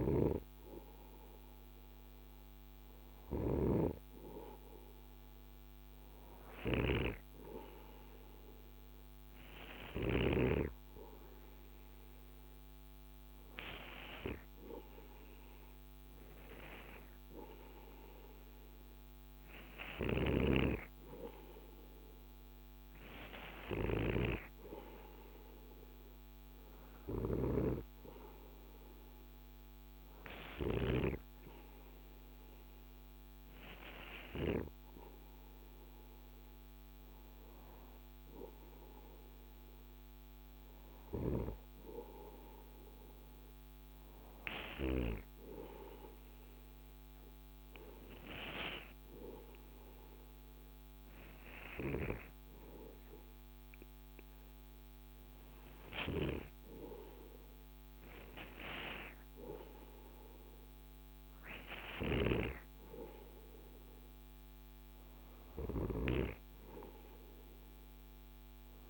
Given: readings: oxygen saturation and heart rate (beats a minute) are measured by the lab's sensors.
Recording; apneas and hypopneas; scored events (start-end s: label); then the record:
breathing in sleep by a microphone on the trachea; none
0.00-3.00 s: snoring (device-marked)
From the record:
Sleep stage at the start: REM sleep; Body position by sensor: on the right side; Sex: male